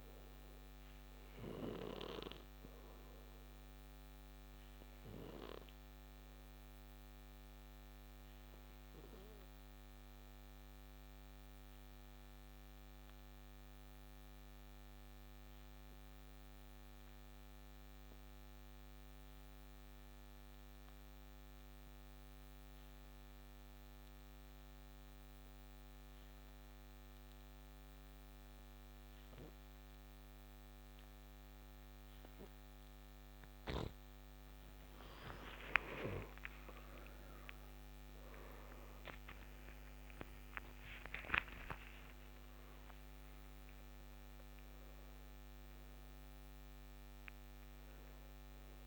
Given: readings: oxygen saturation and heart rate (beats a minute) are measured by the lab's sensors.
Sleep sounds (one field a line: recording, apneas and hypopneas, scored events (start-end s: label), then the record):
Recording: breathing in sleep by a microphone on the trachea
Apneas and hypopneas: 1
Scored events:
0.00-17.00 s: oxygen desaturation (device-marked, oxygen 89% lowest, heart rate 54 extreme)
8.50-33.50 s: obstructive apnea (oxygen 97% before, 84% lowest, heart rate 64 before, 54 extreme)
29.00-48.87 s: oxygen desaturation (device-marked, oxygen 98% before, 84% lowest, heart rate 62 before, 54 extreme)
35.00-41.00 s: arousal
From the record:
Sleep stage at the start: N2 (light sleep)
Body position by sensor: on the right side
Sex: male